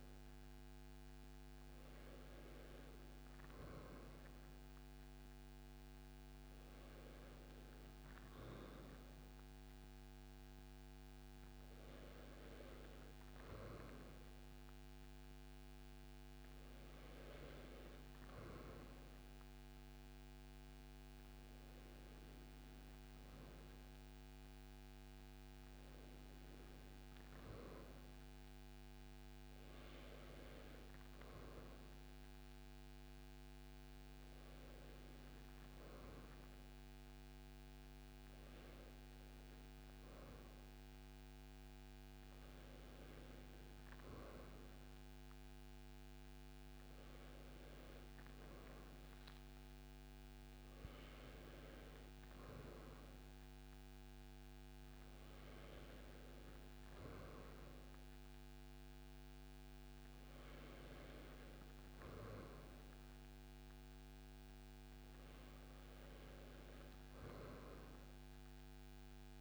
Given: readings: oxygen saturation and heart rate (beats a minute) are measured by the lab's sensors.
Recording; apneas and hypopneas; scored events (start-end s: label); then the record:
breathing in sleep, hard to hear, by a microphone on the trachea; none
none scored
From the record:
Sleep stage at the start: N2 (light sleep); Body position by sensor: on the right side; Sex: male